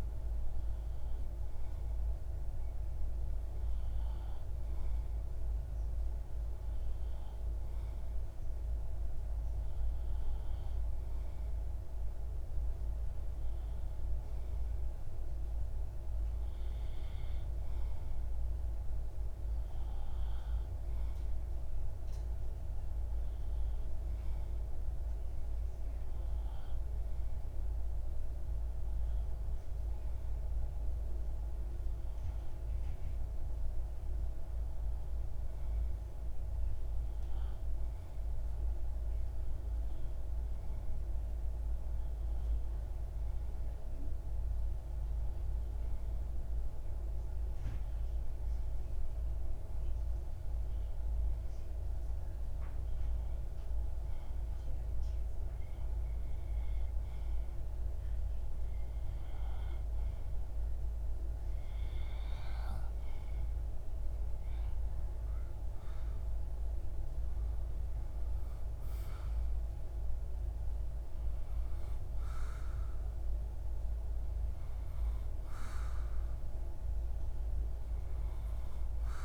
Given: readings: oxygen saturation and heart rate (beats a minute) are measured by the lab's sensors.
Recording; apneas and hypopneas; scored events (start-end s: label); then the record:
breathing in sleep, hard to hear, by a room microphone; none
63.50-68.50 s: arousal
From the record:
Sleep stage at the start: REM sleep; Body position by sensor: on the back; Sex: male